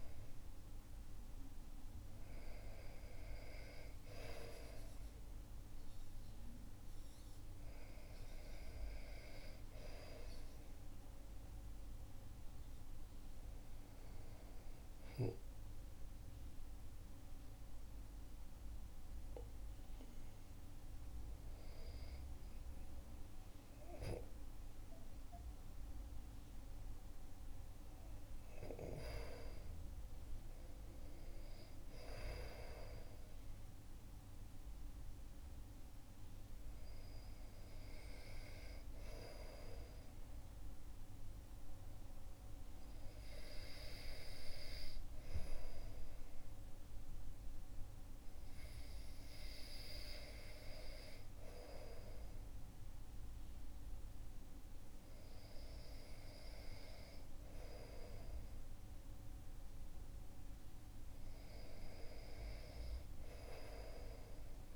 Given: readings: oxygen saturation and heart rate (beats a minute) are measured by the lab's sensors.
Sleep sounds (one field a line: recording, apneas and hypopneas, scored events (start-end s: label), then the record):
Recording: breathing in sleep by a room microphone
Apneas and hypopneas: none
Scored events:
none scored
From the record:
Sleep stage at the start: REM sleep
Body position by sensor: on the back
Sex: male